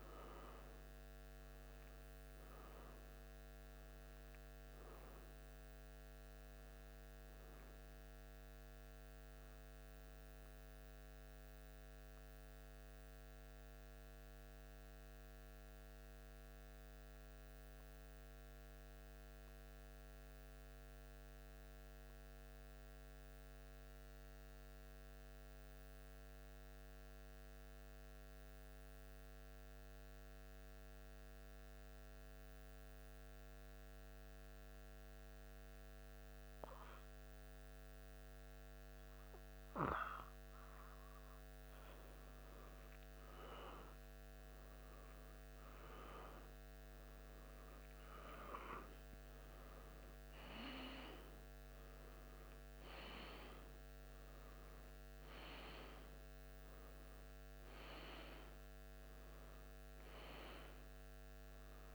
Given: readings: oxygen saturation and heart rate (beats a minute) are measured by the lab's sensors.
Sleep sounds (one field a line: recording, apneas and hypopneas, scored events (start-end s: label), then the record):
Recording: breathing in sleep by a microphone on the trachea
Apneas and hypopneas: 1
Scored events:
10.50-41.00 s: mixed apnea (oxygen 95% before, 90% lowest, heart rate 76 before, 71 extreme, up 3 after)
24.50-33.50 s: oxygen desaturation (device-marked, oxygen 94% before, 90% lowest, heart rate 74 before, 73 extreme)
43.00-48.00 s: arousal
From the record:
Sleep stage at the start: N2 (light sleep)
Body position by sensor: on the back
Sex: male